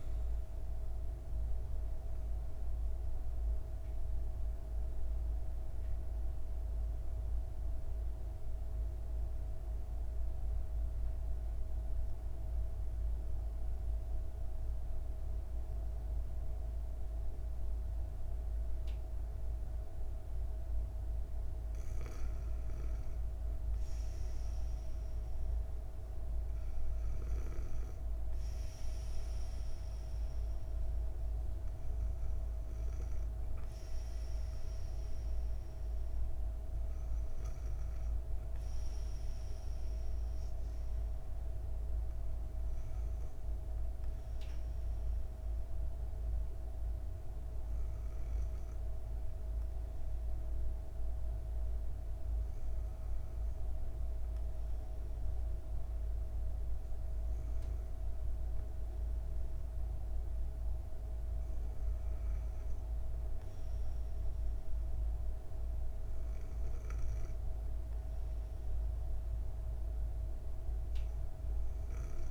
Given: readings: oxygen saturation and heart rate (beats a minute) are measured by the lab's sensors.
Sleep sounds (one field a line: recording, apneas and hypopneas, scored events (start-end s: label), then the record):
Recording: breathing in sleep, hard to hear, by a room microphone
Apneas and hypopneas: 1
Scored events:
0.00-11.00 s: oxygen desaturation (device-marked, oxygen 94% lowest, heart rate 58 extreme)
2.00-19.50 s: obstructive apnea (oxygen 98% before, 94% lowest, heart rate 64 before, 58 extreme, up 7 after)
21.00-24.00 s: arousal
25.00-46.00 s: oxygen desaturation (device-marked, oxygen 98% before, 94% lowest, heart rate 60 before, 58 extreme)
From the record:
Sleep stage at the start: N2 (light sleep)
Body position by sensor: on the back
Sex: female